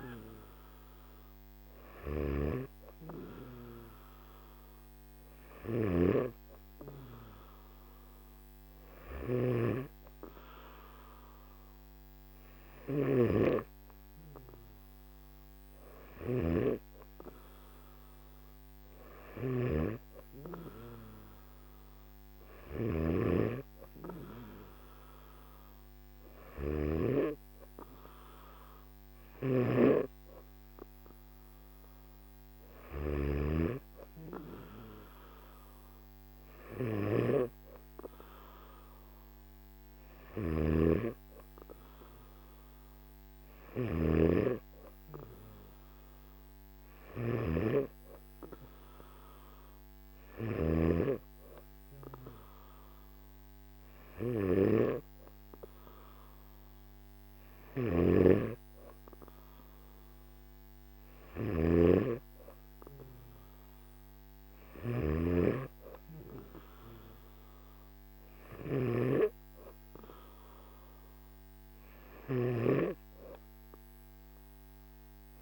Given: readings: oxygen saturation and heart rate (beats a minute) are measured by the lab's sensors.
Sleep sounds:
breathing in sleep by a microphone on the trachea; none
9.00-13.00 s: snoring (device-marked)
19.00-23.00 s: snoring (device-marked)
29.00-33.00 s: snoring (device-marked)
40.00-44.00 s: snoring (device-marked)
57.50-75.41 s: snoring (device-marked)
From the record:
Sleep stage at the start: N1 (lightest sleep); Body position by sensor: on the back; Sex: male

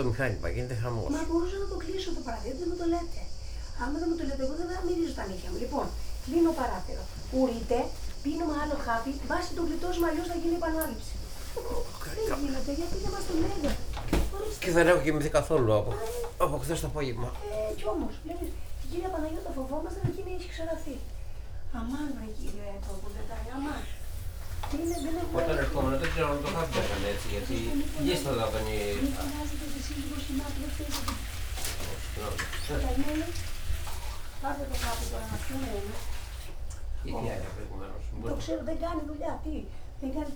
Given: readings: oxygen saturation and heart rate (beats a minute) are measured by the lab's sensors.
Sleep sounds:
a person awake in a sleep study, by a room microphone; none
none scored
From the record:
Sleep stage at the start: awake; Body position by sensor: upright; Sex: male

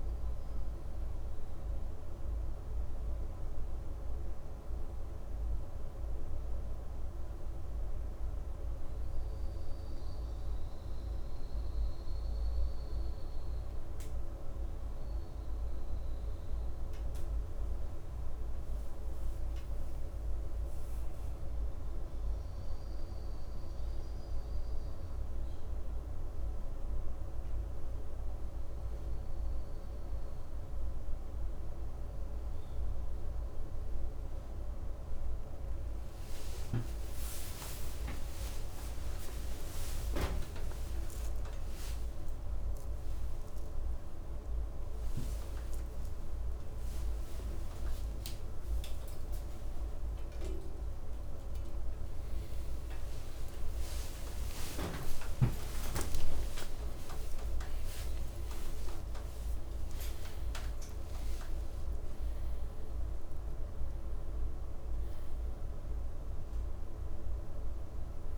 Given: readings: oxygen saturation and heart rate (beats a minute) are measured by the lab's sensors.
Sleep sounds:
a person partly awake in a sleep study, hard to hear, by a room microphone; 1
5.00-17.50 s: hypopnea (oxygen 96% before, 94% lowest, heart rate 66 before, 62 extreme, up 6 after)
18.50-22.00 s: arousal
19.00-49.00 s: new sleep stage, N1 (lightest sleep)
37.00-56.00 s: tachycardia (device-marked, heart rate 71 before, 191 extreme)
49.00-68.38 s: new sleep stage, awake
From the record:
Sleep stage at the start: N2 (light sleep); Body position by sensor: on the right side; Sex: male

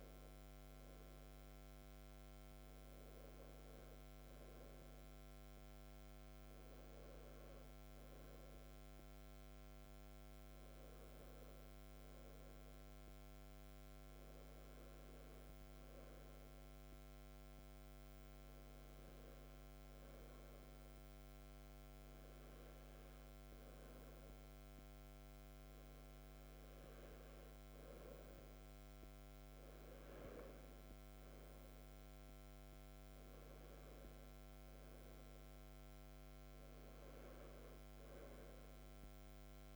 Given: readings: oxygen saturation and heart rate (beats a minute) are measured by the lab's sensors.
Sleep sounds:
breathing in sleep, hard to hear, by a microphone on the trachea; none
none scored
From the record:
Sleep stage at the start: REM sleep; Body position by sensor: on the back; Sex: male

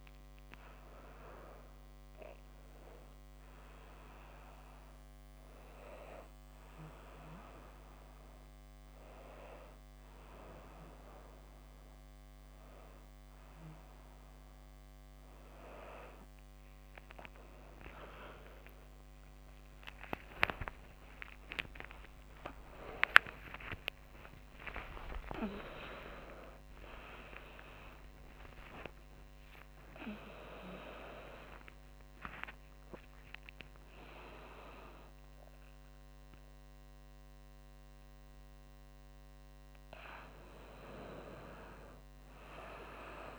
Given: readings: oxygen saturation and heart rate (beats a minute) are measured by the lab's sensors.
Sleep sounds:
a person awake in a sleep study, by a microphone on the trachea; none
15.00-27.00 s: tachycardia (device-marked, heart rate 82 before, 175 extreme)
18.50-20.50 s: long interval between heartbeats (device-marked, heart rate 87 before, 113 extreme)
20.50-22.50 s: long interval between heartbeats (device-marked, heart rate 90 before, 155 extreme)
22.50-24.50 s: long interval between heartbeats (device-marked, heart rate 97 before, 169 extreme)
26.00-28.00 s: long interval between heartbeats (device-marked, heart rate 111 before, 112 extreme)
From the record:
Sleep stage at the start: awake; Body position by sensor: on the right side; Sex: female

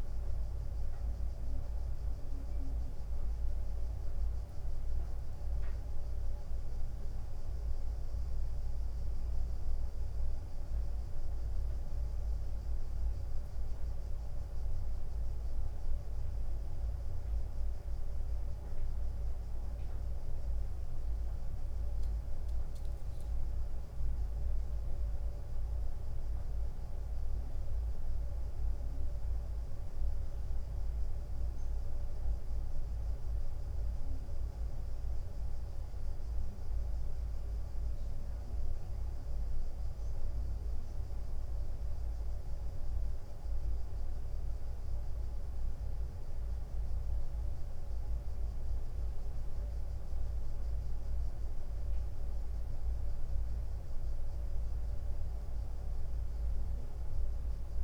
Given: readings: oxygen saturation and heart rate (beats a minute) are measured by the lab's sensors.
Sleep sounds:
breathing in sleep, hard to hear, by a room microphone; 1
0.00-3.50 s: drop in pulse transit time (device-marked, heart rate 86 extreme)
0.00-5.50 s: oxygen desaturation (device-marked, oxygen 93% lowest, heart rate 90 extreme)
9.50-57.84 s: new sleep stage, N1 (lightest sleep)
25.00-29.00 s: arousal
26.50-51.50 s: oxygen desaturation (device-marked, oxygen 94% before, 91% lowest, heart rate 96 before, 95 extreme)
35.00-46.00 s: hypopnea (oxygen 94% before, 91% lowest, heart rate 95 before, 95 extreme, up 1 after)
49.00-55.50 s: arousal
51.50-57.84 s: drop in pulse transit time (device-marked, heart rate 96 before, 96 extreme)
From the record:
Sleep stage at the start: N2 (light sleep); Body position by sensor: on the right side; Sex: male

